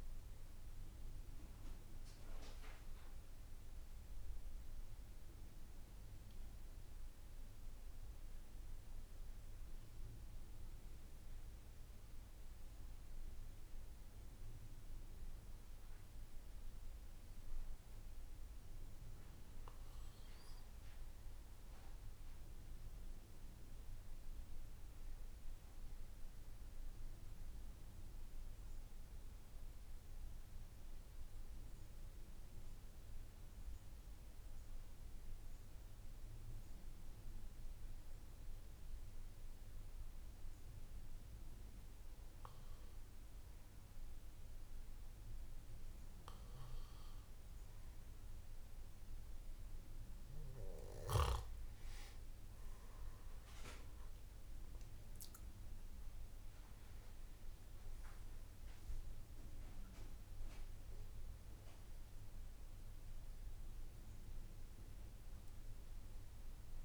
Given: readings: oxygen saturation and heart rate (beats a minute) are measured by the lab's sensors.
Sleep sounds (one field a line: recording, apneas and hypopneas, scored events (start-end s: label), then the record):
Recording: breathing in sleep, hard to hear, by a room microphone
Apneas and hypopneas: 2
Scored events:
5.00-16.00 s: hypopnea (oxygen 96% before, 94% lowest, heart rate 58 before, 56 extreme, up 4 after)
32.00-43.00 s: hypopnea (oxygen 96% before, 94% lowest, heart rate 59 before, 57 extreme, up 2 after)
From the record:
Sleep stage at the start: N2 (light sleep)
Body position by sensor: on the back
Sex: male